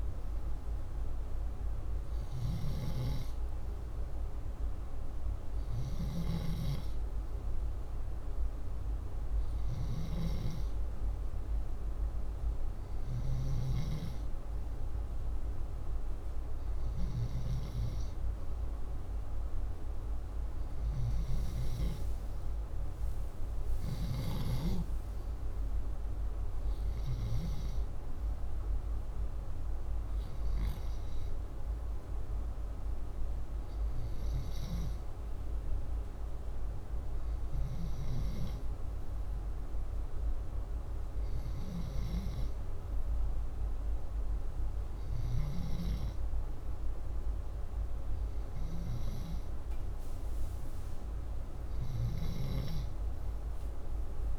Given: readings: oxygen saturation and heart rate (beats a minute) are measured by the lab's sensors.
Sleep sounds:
breathing in sleep, hard to hear, by a room microphone; none
22.00-25.50 s: arousal
From the record:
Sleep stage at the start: N2 (light sleep); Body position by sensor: upright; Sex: male

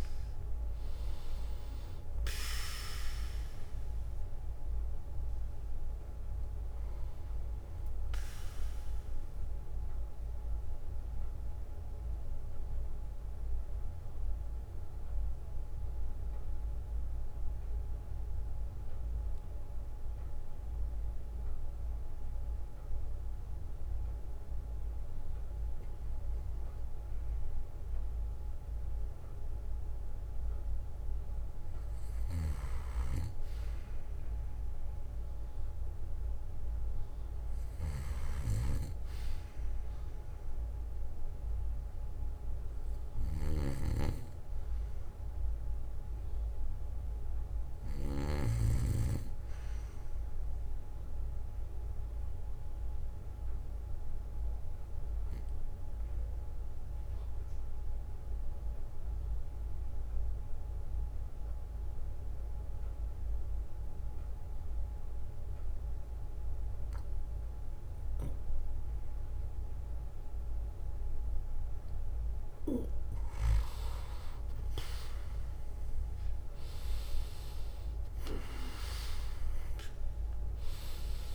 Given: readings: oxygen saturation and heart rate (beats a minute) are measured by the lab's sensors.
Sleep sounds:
breathing in sleep by a room microphone; 2
10.00-25.00 s: central apnea (oxygen 96% before, 90% lowest, heart rate 71 before, 54 extreme, up 17 after)
10.50-27.50 s: oxygen desaturation (device-marked, oxygen 96% before, 90% lowest, heart rate 71 before, 54 extreme)
15.50-18.50 s: bradycardia (device-marked, heart rate 63 before, 64 extreme)
28.50-32.50 s: arousal
50.50-52.50 s: bradycardia (device-marked, heart rate 63 before, 63 extreme)
52.50-70.50 s: obstructive apnea (oxygen 99% before, 91% lowest, heart rate 66 before, 54 extreme, up 13 after)
58.50-70.50 s: bradycardia (device-marked, heart rate 63 before, 56 extreme)
74.00-78.50 s: arousal
From the record:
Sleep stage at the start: N2 (light sleep); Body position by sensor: on the back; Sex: male

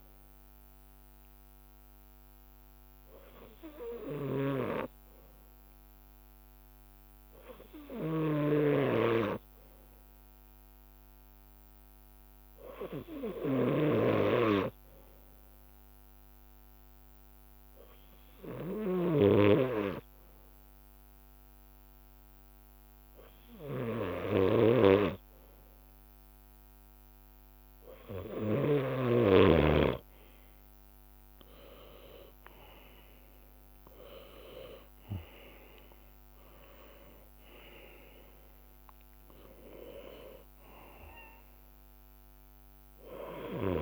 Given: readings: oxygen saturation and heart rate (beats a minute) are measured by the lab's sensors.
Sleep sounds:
breathing in sleep by a microphone on the trachea; none
0.00-7.50 s: drop in pulse transit time (device-marked, heart rate 54 extreme)
0.00-29.50 s: bradycardia (device-marked, heart rate 54 extreme)
10.50-16.50 s: leg movement (device-marked)
18.00-21.00 s: leg movement (device-marked)
21.50-24.00 s: leg movement (device-marked)
30.50-39.00 s: leg movement (device-marked)
32.50-37.00 s: arousal
32.50-43.50 s: drop in pulse transit time (device-marked, heart rate 56 before, 60 extreme)
From the record:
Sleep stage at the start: N2 (light sleep); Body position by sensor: on the left side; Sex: male

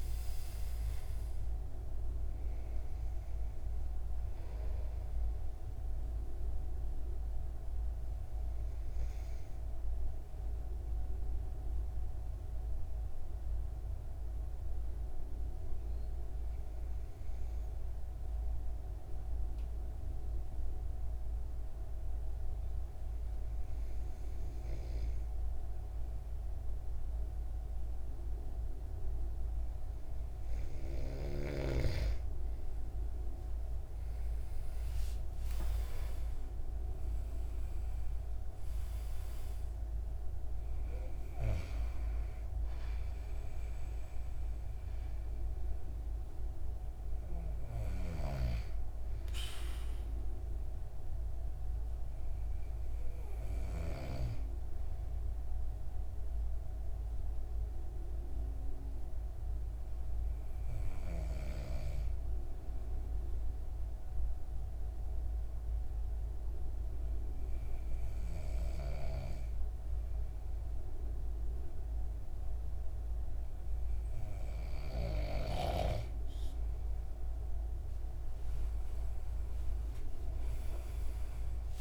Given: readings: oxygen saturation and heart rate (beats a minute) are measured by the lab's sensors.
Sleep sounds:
breathing in sleep by a room microphone; 2
7.00-29.50 s: obstructive apnea (oxygen 96% before, 93% lowest, heart rate 89 before, 66 extreme, up 17 after)
35.00-39.00 s: arousal
38.00-57.00 s: oxygen desaturation (device-marked, oxygen 97% before, 93% lowest, heart rate 75 before, 42 extreme)
55.50-76.50 s: hypopnea (oxygen 98% before, 93% lowest, heart rate 75 before, 42 extreme, up 41 after)
78.00-81.81 s: oxygen desaturation (device-marked, oxygen 97% before, 93% lowest, heart rate 62 before, 66 extreme)
80.00-81.81 s: arousal
From the record:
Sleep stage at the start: N2 (light sleep); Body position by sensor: on the back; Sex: male

